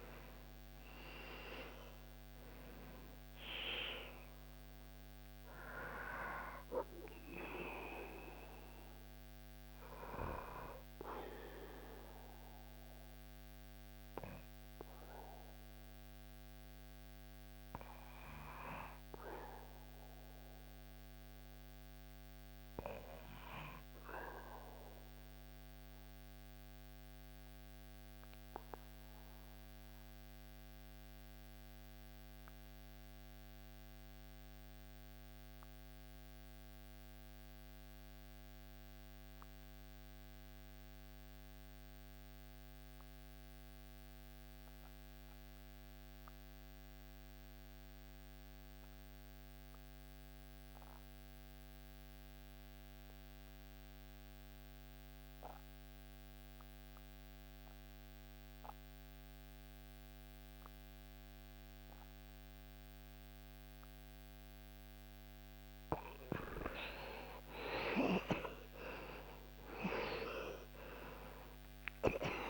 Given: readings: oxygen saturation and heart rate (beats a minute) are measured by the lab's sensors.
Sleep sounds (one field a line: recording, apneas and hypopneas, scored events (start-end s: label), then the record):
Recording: breathing in sleep by a microphone on the trachea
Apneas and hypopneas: 1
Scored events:
0.00-1.50 s: arousal
22.50-30.50 s: oxygen desaturation (device-marked, oxygen 98% before, 94% lowest, heart rate 78 before, 65 extreme)
25.50-61.50 s: obstructive apnea (oxygen 99% before, 78% lowest, heart rate 77 before, 65 extreme, up 31 after)
35.50-72.49 s: new sleep stage, N2 (light sleep)
65.50-70.50 s: arousal
From the record:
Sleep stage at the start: N1 (lightest sleep)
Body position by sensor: on the back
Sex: male